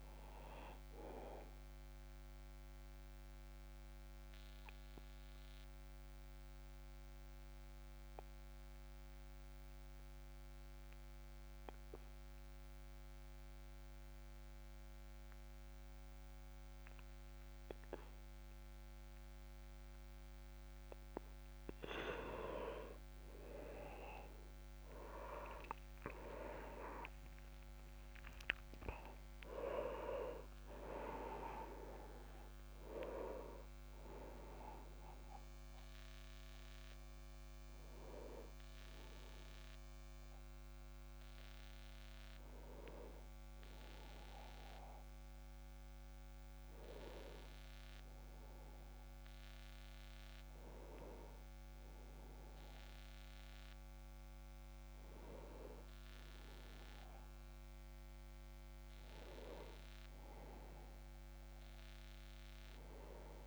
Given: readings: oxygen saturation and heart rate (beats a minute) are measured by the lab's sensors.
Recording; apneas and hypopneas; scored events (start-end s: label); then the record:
breathing in sleep by a microphone on the trachea; 1
0.00-1.00 s: oxygen desaturation (device-marked, oxygen 94% lowest, heart rate 27 extreme)
1.00-21.00 s: obstructive apnea (oxygen 98% before, 92% lowest)
20.00-53.00 s: oxygen desaturation (device-marked, oxygen 99% before, 92% lowest)
23.50-27.00 s: arousal
From the record:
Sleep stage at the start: N2 (light sleep); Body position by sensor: on the back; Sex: male